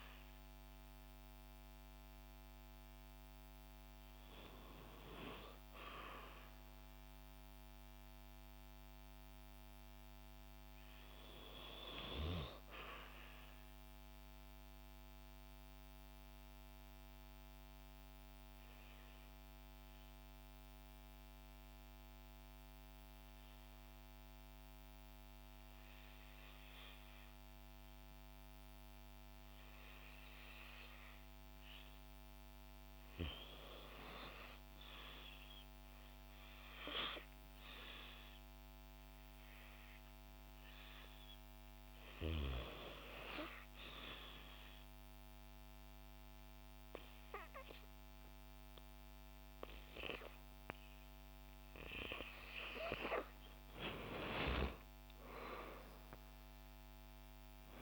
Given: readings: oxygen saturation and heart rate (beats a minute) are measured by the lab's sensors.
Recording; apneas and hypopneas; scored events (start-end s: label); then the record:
breathing in sleep by a microphone on the trachea; 2
0.00-8.00 s: oxygen desaturation (device-marked, oxygen 86% lowest, heart rate 56 extreme)
12.00-32.00 s: obstructive apnea (oxygen 98% before, 87% lowest, heart rate 60 before, 56 extreme, up 3 after)
33.00-57.82 s: oxygen desaturation (device-marked, oxygen 96% before, 87% lowest, heart rate 57 before, 59 extreme)
34.00-37.00 s: arousal
43.50-53.50 s: obstructive apnea (oxygen 97% before, 87% lowest, heart rate 58 before, 60 extreme, up 9 after)
55.00-57.82 s: arousal
From the record:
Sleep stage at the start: REM sleep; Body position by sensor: on the back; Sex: female